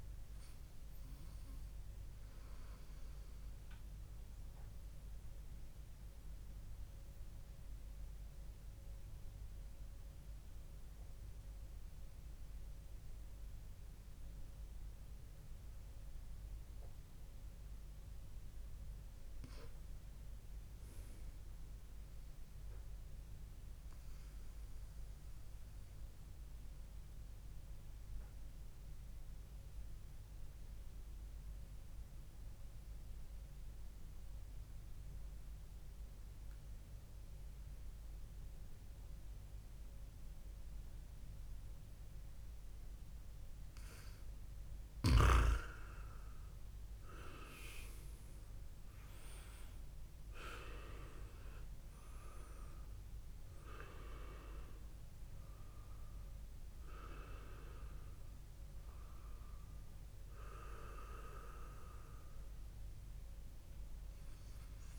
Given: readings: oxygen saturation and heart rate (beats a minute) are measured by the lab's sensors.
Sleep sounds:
breathing in sleep by a room microphone; 2
0.00-7.50 s: oxygen desaturation (device-marked, oxygen 94% lowest, heart rate 59 extreme)
4.50-17.00 s: central apnea (oxygen 98% before, 94% lowest, heart rate 61 before, 61 extreme, up 2 after)
19.00-22.00 s: arousal
26.50-44.50 s: obstructive apnea (oxygen 99% before, 94% lowest, heart rate 63 before, 58 extreme, up 0 after)
45.50-63.50 s: oxygen desaturation (device-marked, oxygen 98% before, 94% lowest, heart rate 63 before, 58 extreme)
46.50-50.00 s: arousal
From the record:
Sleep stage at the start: N2 (light sleep); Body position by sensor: on the back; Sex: male

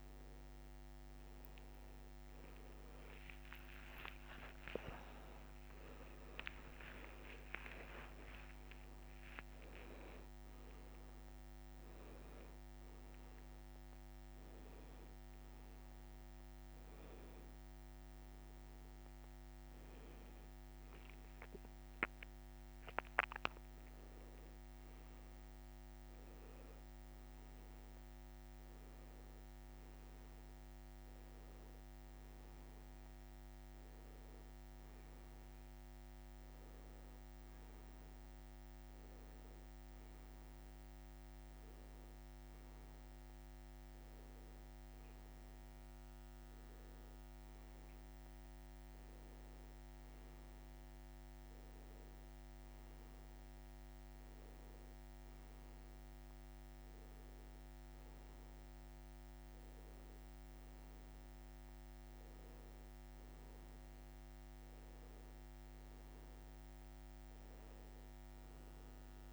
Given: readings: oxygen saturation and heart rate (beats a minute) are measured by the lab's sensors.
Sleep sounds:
breathing in sleep, hard to hear, by a microphone on the trachea; none
3.50-8.00 s: arousal
From the record:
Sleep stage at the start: N1 (lightest sleep); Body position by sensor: on the back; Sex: male

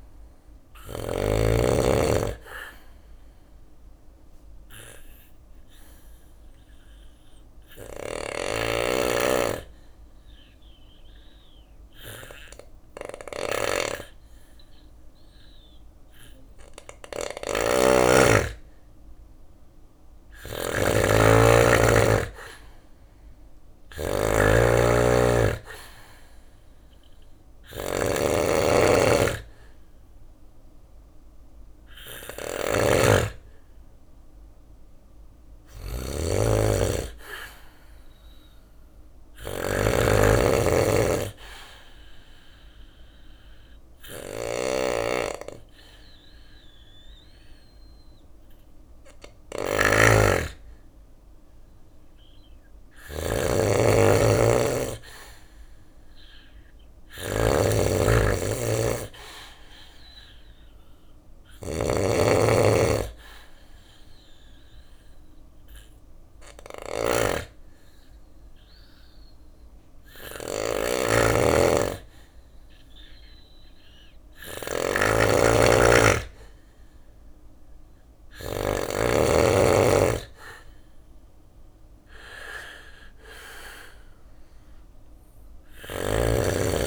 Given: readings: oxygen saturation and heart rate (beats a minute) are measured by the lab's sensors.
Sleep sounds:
breathing in sleep by a room microphone; 3
3.00-15.50 s: obstructive apnea (oxygen 96% before, 92% lowest, heart rate 61 before, 59 extreme, up 2 after)
6.50-77.50 s: snoring (device-marked)
10.50-13.50 s: bradycardia (device-marked, heart rate 61 before, 60 extreme)
18.00-21.00 s: arousal
23.50-39.50 s: drop in pulse transit time (device-marked, heart rate 61 before, 62 extreme)
24.50-39.50 s: oxygen desaturation (device-marked, oxygen 97% before, 92% lowest, heart rate 61 before, 60 extreme)
39.50-49.50 s: obstructive apnea (oxygen 97% before, 94% lowest, heart rate 62 before, 59 extreme, up 2 after)
51.50-56.00 s: arousal
63.50-74.50 s: hypopnea (oxygen 96% before, 93% lowest, heart rate 61 before, 58 extreme, up 4 after)
69.50-72.50 s: bradycardia (device-marked, heart rate 61 before, 60 extreme)
79.00-83.00 s: arousal
80.50-86.87 s: drop in pulse transit time (device-marked, heart rate 61 before, 60 extreme)
84.50-86.87 s: snoring (device-marked)
From the record:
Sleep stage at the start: N2 (light sleep); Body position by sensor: on the back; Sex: male

